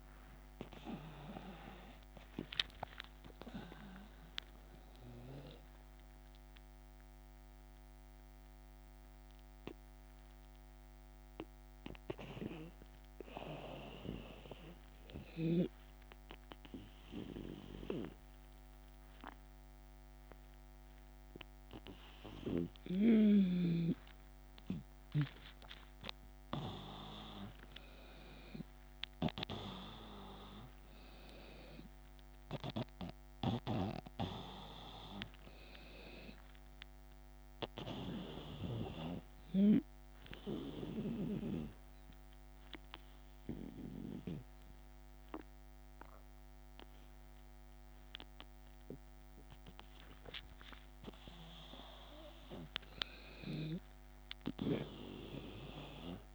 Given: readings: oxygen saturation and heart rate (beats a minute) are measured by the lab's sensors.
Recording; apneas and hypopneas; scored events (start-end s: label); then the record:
breathing in sleep by a microphone on the trachea; 2
0.00-2.00 s: long interval between heartbeats (device-marked)
0.00-3.00 s: arousal
2.50-15.50 s: drop in pulse transit time (device-marked)
6.00-24.00 s: obstructive apnea (oxygen 95% before, 92% lowest, heart rate 36 before, 74 extreme, up 11 after)
7.50-9.50 s: long interval between heartbeats (device-marked, heart rate 41 before, 65 extreme)
19.50-56.35 s: new sleep stage, N2 (light sleep)
27.00-31.50 s: arousal
29.50-45.50 s: oxygen desaturation (device-marked, oxygen 96% before, 92% lowest, heart rate 79 before, 75 extreme)
32.50-38.50 s: snoring (device-marked)
39.00-49.50 s: obstructive apnea (oxygen 96% before, 92% lowest, heart rate 84 before, 80 extreme, up 6 after)
53.00-56.35 s: arousal
From the record:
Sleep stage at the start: N1 (lightest sleep); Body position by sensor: on the back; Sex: male